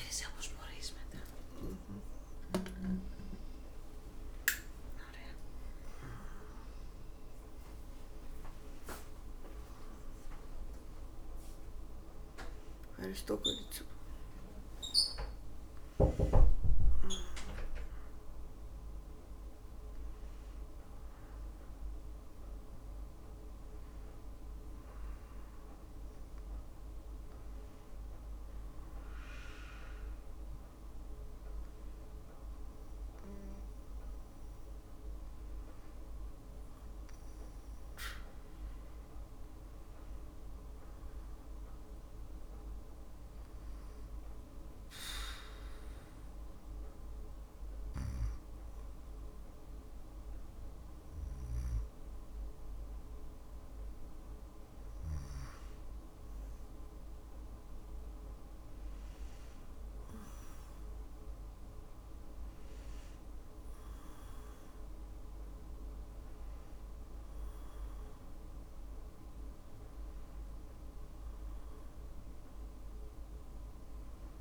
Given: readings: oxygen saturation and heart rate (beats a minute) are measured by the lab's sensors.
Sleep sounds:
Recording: a person partly awake in a sleep study, by a room microphone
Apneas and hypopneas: none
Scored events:
0.00-3.00 s: tachycardia (device-marked, heart rate 174 extreme)
15.00-45.00 s: new sleep stage, N1 (lightest sleep)
45.00-74.41 s: new sleep stage, N2 (light sleep)
From the record:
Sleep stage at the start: awake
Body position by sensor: on the back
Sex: female

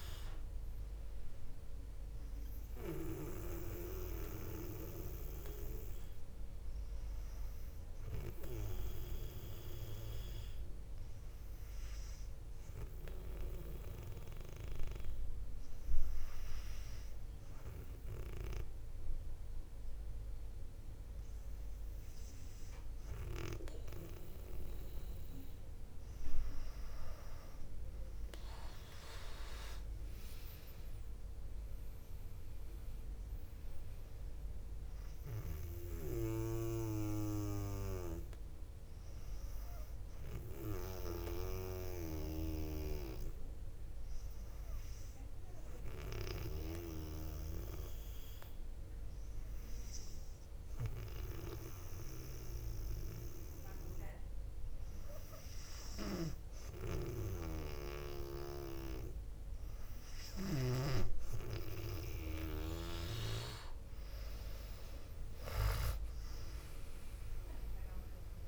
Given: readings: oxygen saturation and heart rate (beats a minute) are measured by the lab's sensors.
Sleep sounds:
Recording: breathing in sleep by a room microphone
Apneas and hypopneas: 2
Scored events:
0.00-17.00 s: oxygen desaturation (device-marked, oxygen 95% lowest, heart rate 58 extreme)
10.00-27.00 s: obstructive apnea (oxygen 99% before, 96% lowest, heart rate 62 before, 58 extreme, up 4 after)
30.00-34.50 s: arousal
39.50-56.50 s: obstructive apnea (oxygen 99% before, 97% lowest, heart rate 61 before, 55 extreme, up 0 after)
64.50-68.00 s: arousal
From the record:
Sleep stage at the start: N2 (light sleep)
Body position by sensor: on the back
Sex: female

